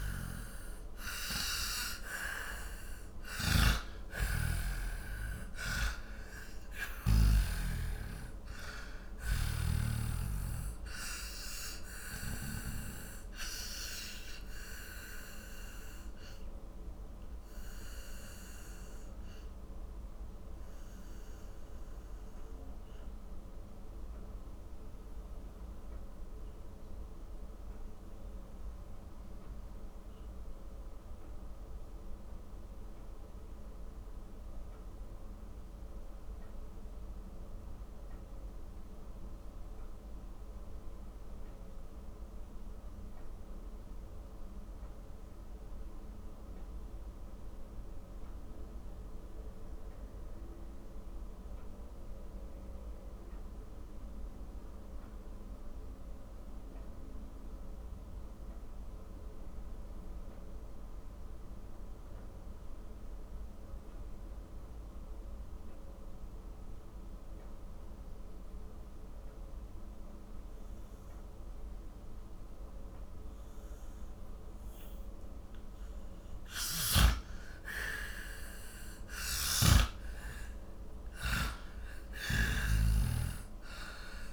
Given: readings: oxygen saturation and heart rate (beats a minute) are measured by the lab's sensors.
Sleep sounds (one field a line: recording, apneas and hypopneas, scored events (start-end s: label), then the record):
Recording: breathing in sleep by a room microphone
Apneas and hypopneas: 1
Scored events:
0.00-7.50 s: snoring (device-marked)
0.00-48.00 s: oxygen desaturation (device-marked, oxygen 87% lowest, heart rate 36 extreme)
14.50-76.00 s: mixed apnea (oxygen 97% before, 81% lowest, heart rate 66 before, 36 extreme, up 25 after)
70.00-84.33 s: oxygen desaturation (device-marked, oxygen 98% before, 81% lowest, heart rate 43 before, 42 extreme)
76.50-83.00 s: snoring (device-marked)
79.00-83.00 s: arousal
From the record:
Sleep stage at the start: N2 (light sleep)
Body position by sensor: on the back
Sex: male